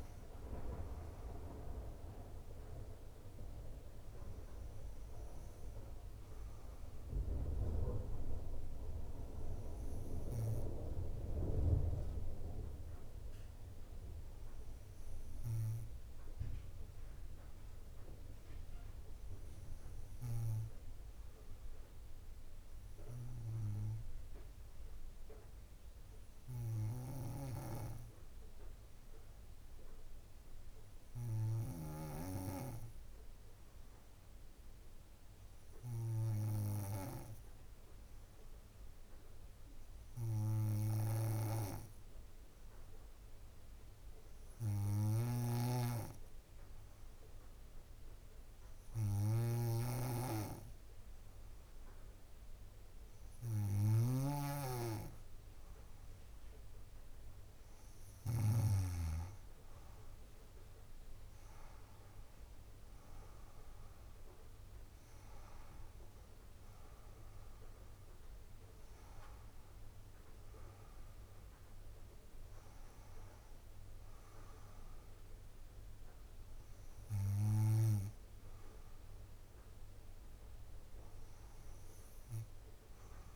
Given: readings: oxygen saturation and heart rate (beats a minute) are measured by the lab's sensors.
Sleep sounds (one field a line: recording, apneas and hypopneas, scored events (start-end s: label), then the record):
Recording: breathing in sleep by a room microphone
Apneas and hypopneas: 1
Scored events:
15.00-53.50 s: hypopnea (oxygen 99% before, 94% lowest, heart rate 56 before, 55 extreme, up 8 after)
45.00-59.00 s: snoring (device-marked)
45.00-67.00 s: oxygen desaturation (device-marked, oxygen 97% before, 94% lowest, heart rate 57 before, 57 extreme)
59.50-64.00 s: arousal
From the record:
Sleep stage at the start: N2 (light sleep)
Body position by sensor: on the back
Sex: female